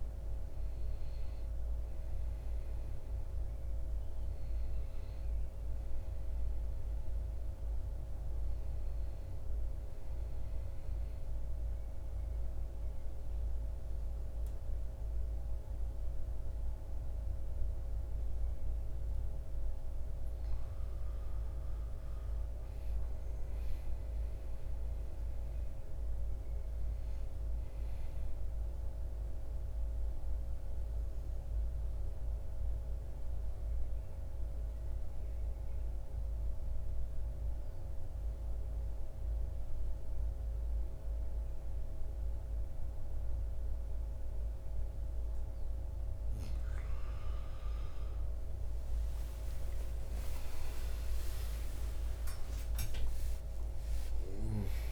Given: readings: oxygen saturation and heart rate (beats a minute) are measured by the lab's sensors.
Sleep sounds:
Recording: breathing in sleep, hard to hear, by a room microphone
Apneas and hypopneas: 1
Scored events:
0.00-17.00 s: oxygen desaturation (device-marked, oxygen 90% lowest, heart rate 54 extreme)
20.00-24.00 s: arousal
27.50-45.50 s: mixed apnea (oxygen 97% before, 88% lowest, heart rate 58 before, 44 extreme, up 9 after)
49.00-54.50 s: arousal
52.00-54.92 s: oxygen desaturation (device-marked, oxygen 97% before, 88% lowest, heart rate 58 before, 44 extreme)
From the record:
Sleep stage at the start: N2 (light sleep)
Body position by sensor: on the back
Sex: male

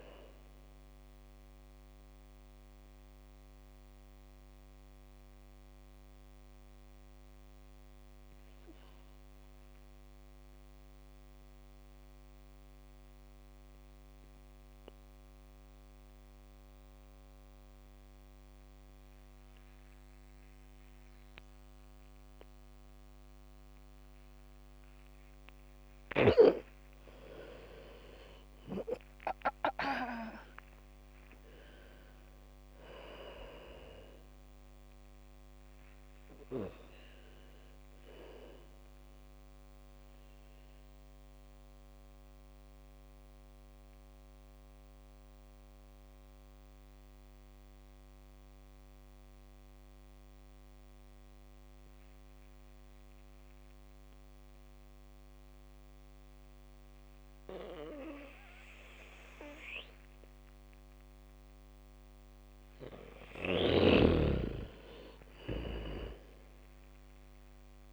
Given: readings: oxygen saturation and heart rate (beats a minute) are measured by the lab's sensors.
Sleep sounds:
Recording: breathing in sleep by a microphone on the trachea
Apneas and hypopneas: 2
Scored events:
0.00-11.50 s: oxygen desaturation (device-marked, oxygen 78% lowest, heart rate 39 extreme)
2.50-26.50 s: mixed apnea (oxygen 100% before, 78% lowest, heart rate 63 before, 45 extreme)
24.50-32.50 s: bradycardia (device-marked, heart rate 64 before, 45 extreme)
27.50-51.50 s: oxygen desaturation (device-marked, oxygen 99% before, 83% lowest, heart rate 74 before, 51 extreme)
29.50-34.00 s: arousal
42.00-63.50 s: mixed apnea (oxygen 100% before, 83% lowest, heart rate 64 before, 52 extreme, up 0 after)
63.50-67.93 s: bradycardia (device-marked, heart rate 63 before, 52 extreme)
64.50-67.93 s: oxygen desaturation (device-marked, oxygen 99% before, 84% lowest, heart rate 69 before, 58 extreme)
66.00-67.93 s: arousal
From the record:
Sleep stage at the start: N2 (light sleep)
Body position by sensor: on the back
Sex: female

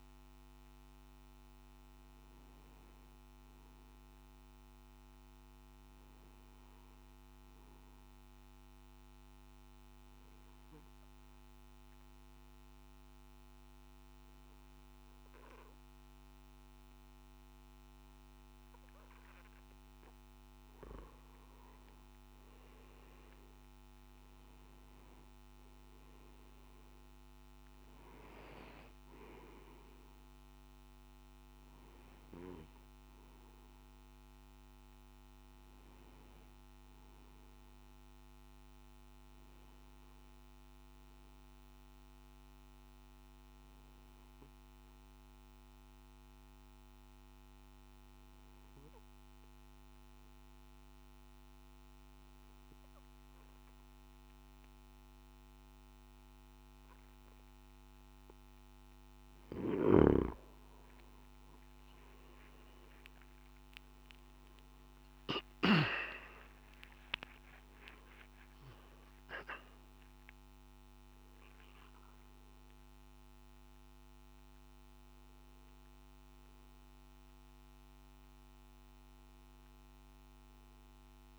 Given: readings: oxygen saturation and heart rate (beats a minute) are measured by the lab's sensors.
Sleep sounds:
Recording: breathing in sleep by a microphone on the trachea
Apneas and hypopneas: 2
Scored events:
3.50-20.00 s: obstructive apnea (oxygen 97% before, 92% lowest, heart rate 54 before, 53 extreme, up 5 after)
24.50-50.50 s: oxygen desaturation (device-marked, oxygen 97% before, 92% lowest, heart rate 55 before, 53 extreme)
40.50-59.50 s: obstructive apnea (oxygen 97% before, 92% lowest, heart rate 56 before, 54 extreme, up 13 after)
59.50-65.50 s: snoring (device-marked)
67.50-77.50 s: oxygen desaturation (device-marked, oxygen 97% before, 93% lowest, heart rate 57 before, 63 extreme)
From the record:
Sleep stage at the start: N1 (lightest sleep)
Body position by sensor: on the back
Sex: male

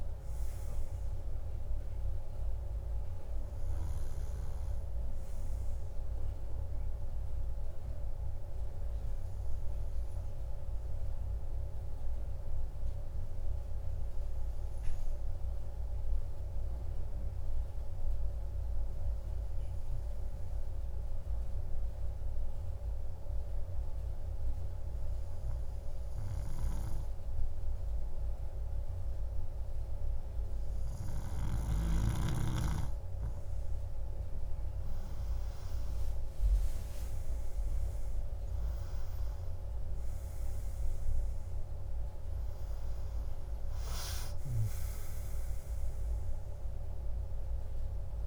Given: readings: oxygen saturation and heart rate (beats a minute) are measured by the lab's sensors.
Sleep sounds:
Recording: breathing in sleep, hard to hear, by a room microphone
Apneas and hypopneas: 1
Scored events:
12.50-33.50 s: hypopnea (oxygen 97% before, 93% lowest, heart rate 52 before, 51 extreme, up 8 after)
37.50-42.50 s: arousal
From the record:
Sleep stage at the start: N2 (light sleep)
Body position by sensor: on the right side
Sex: male

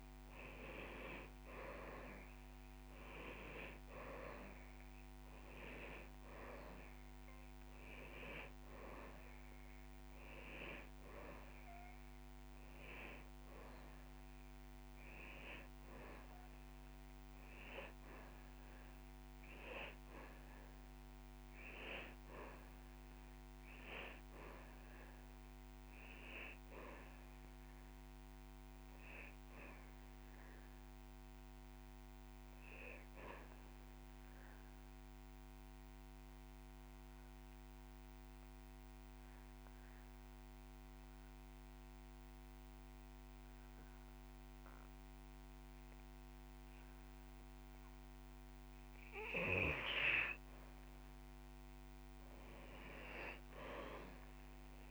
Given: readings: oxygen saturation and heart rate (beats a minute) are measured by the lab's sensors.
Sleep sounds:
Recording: breathing in sleep by a microphone on the trachea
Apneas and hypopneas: 1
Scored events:
1.50-5.50 s: arousal
4.00-6.00 s: long interval between heartbeats (device-marked)
11.50-29.50 s: oxygen desaturation (device-marked, oxygen 99% before, 90% lowest)
15.00-17.00 s: long interval between heartbeats (device-marked)
26.50-30.00 s: arousal
27.00-29.00 s: long interval between heartbeats (device-marked)
33.00-48.50 s: mixed apnea (oxygen 99% before, 90% lowest)
50.50-54.00 s: arousal
From the record:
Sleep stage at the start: N2 (light sleep)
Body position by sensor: on the back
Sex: male

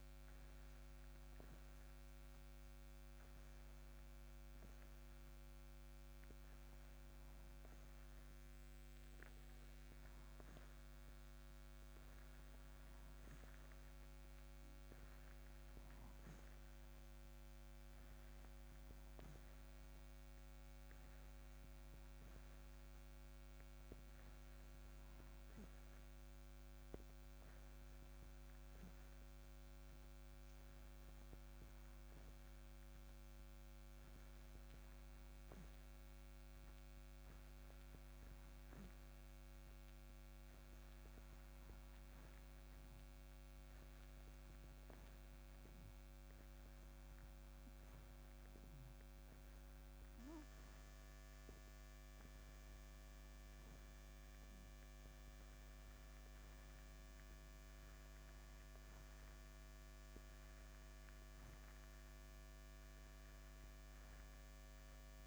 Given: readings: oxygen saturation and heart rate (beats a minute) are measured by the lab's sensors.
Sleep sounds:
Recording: breathing in sleep, hard to hear, by a microphone on the trachea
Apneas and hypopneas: 1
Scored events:
39.00-53.00 s: hypopnea (oxygen 95% before, 91% lowest, heart rate 60 before, 59 extreme, up 3 after)
55.50-59.50 s: arousal
From the record:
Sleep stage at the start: N2 (light sleep)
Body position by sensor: on the back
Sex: male

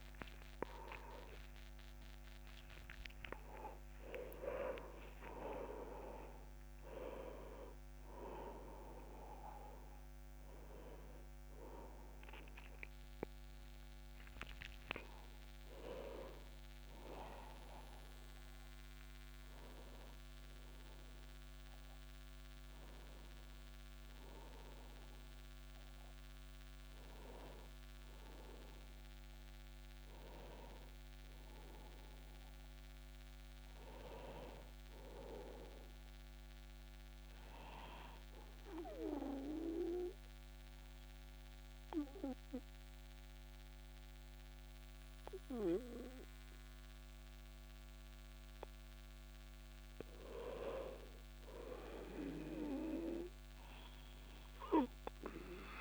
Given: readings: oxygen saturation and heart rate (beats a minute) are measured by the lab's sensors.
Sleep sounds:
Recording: breathing in sleep by a microphone on the trachea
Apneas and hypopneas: 1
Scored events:
0.00-1.00 s: arousal
1.00-6.00 s: tachycardia (device-marked, heart rate 60 before, 115 extreme)
30.50-32.50 s: arousal
35.00-48.00 s: obstructive apnea (oxygen 98% before, 94% lowest, heart rate 42 before, 26 extreme, up 44 after)
50.00-53.50 s: arousal
From the record:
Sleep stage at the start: N2 (light sleep)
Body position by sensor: on the back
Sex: male

